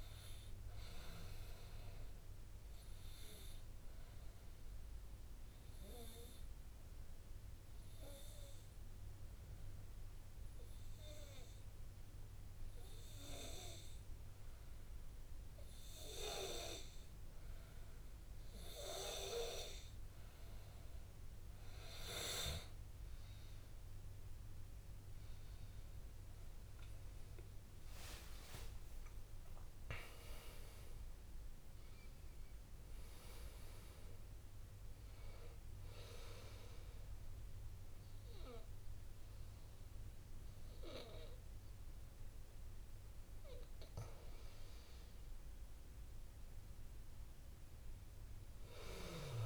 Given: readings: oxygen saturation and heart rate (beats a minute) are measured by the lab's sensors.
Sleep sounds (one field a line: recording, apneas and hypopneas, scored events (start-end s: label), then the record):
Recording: breathing in sleep by a room microphone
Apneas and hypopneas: 2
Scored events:
0.00-18.00 s: oxygen desaturation (device-marked, oxygen 93% lowest, heart rate 57 extreme)
2.00-20.50 s: obstructive apnea (oxygen 99% before, 93% lowest, heart rate 88 before, 57 extreme, up 42 after)
22.50-24.50 s: long interval between heartbeats (device-marked, heart rate 64 before, 65 extreme)
25.50-29.00 s: arousal
26.00-28.00 s: long interval between heartbeats (device-marked, heart rate 62 before, 87 extreme)
28.50-30.50 s: long interval between heartbeats (device-marked, heart rate 65 before, 97 extreme)
29.00-49.45 s: oxygen desaturation (device-marked, oxygen 99% before, 93% lowest, heart rate 67 before, 54 extreme)
32.50-43.50 s: hypopnea (oxygen 99% before, 93% lowest, heart rate 72 before, 54 extreme, up 6 after)
44.00-47.00 s: arousal
From the record:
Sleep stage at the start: N2 (light sleep)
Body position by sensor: on the back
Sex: male